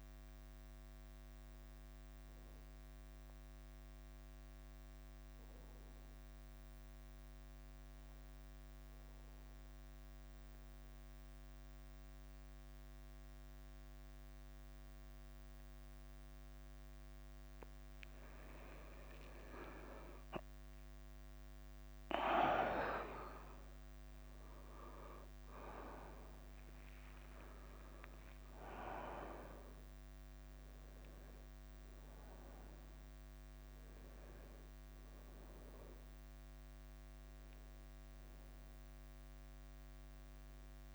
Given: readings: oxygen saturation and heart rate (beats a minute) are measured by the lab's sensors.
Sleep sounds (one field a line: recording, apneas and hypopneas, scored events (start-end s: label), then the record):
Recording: breathing in sleep by a microphone on the trachea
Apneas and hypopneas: 1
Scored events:
0.00-1.00 s: oxygen desaturation (device-marked, oxygen 91% lowest, heart rate 49 extreme)
0.00-40.95 s: bradycardia (device-marked, heart rate 49 extreme)
5.50-18.00 s: obstructive apnea (oxygen 98% before, 94% lowest, heart rate 55 before, 49 extreme, up 3 after)
20.00-32.00 s: oxygen desaturation (device-marked, oxygen 99% before, 94% lowest, heart rate 51 before, 52 extreme)
22.50-28.00 s: arousal
From the record:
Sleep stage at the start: N1 (lightest sleep)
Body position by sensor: on the right side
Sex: male